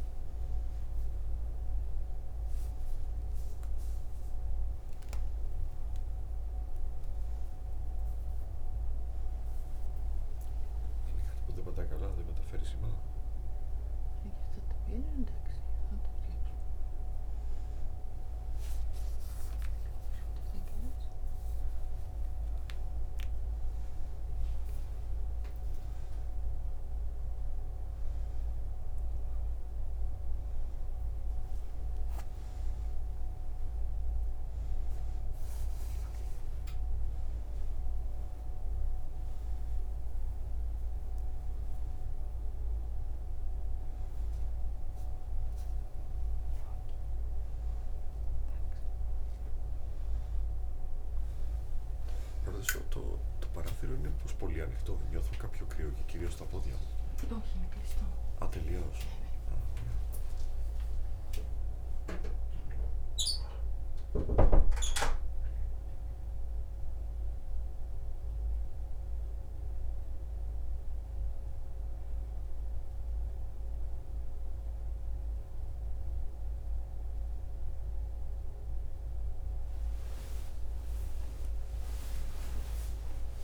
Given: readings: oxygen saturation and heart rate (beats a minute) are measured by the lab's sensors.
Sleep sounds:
a person awake in a sleep study, by a room microphone; none
none scored
From the record:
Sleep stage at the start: awake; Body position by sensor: on the back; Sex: male

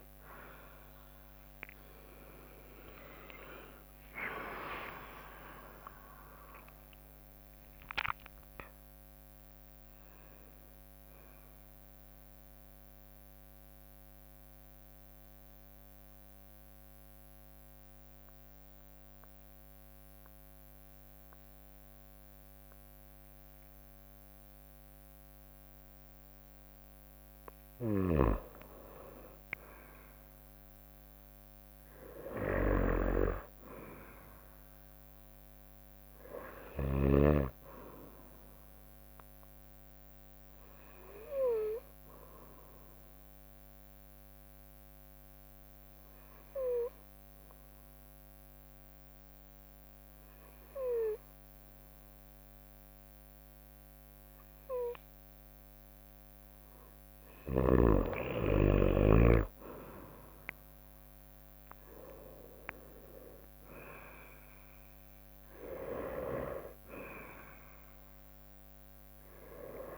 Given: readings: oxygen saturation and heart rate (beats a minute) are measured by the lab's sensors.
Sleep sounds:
breathing in sleep by a microphone on the trachea; 2
0.00-4.50 s: arousal
0.00-8.00 s: tachycardia (device-marked, heart rate 144 extreme)
1.00-16.00 s: drop in pulse transit time (device-marked, heart rate 65 before, 65 extreme)
5.00-7.00 s: long interval between heartbeats (device-marked, heart rate 76 before, 126 extreme)
13.50-27.00 s: central apnea (oxygen 96% before, 93% lowest, heart rate 96 before, 57 extreme, up 6 after)
15.00-22.00 s: bradycardia (device-marked, heart rate 72 before, 57 extreme)
31.00-35.00 s: arousal
35.00-39.00 s: bradycardia (device-marked, heart rate 72 before, 59 extreme)
36.00-49.00 s: oxygen desaturation (device-marked, oxygen 99% before, 95% lowest, heart rate 60 before, 59 extreme)
41.00-56.50 s: obstructive apnea (oxygen 99% before, 93% lowest, heart rate 60 before, 56 extreme, up 5 after)
58.00-69.98 s: drop in pulse transit time (device-marked, heart rate 60 before, 60 extreme)
58.50-61.00 s: arousal
61.00-69.98 s: oxygen desaturation (device-marked, oxygen 97% before, 93% lowest, heart rate 61 before, 56 extreme)
67.00-69.00 s: long interval between heartbeats (device-marked, heart rate 62 before, 67 extreme)
From the record:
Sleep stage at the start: N2 (light sleep); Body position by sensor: on the right side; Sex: female

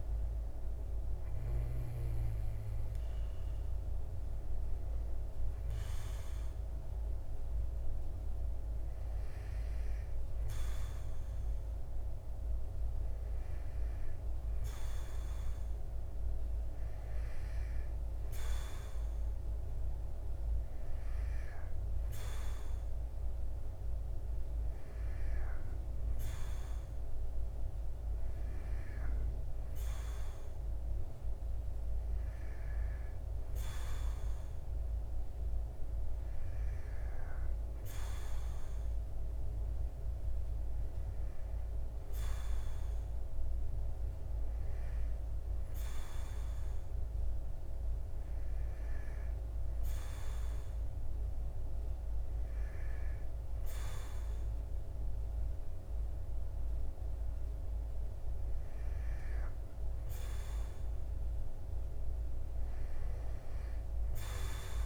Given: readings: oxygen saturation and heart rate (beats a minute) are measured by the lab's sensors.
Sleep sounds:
breathing in sleep, hard to hear, by a room microphone; none
none scored
From the record:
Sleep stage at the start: N2 (light sleep); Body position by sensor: on the back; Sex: male

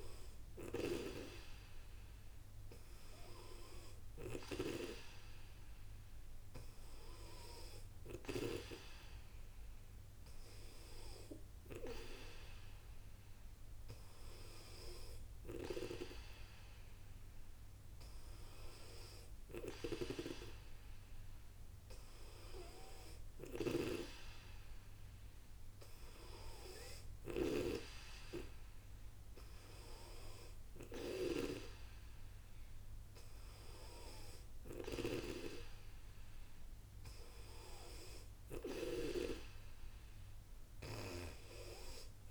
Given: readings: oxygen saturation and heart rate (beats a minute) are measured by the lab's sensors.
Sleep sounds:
breathing in sleep by a room microphone; none
none scored
From the record:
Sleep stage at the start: N2 (light sleep); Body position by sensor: on the back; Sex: female

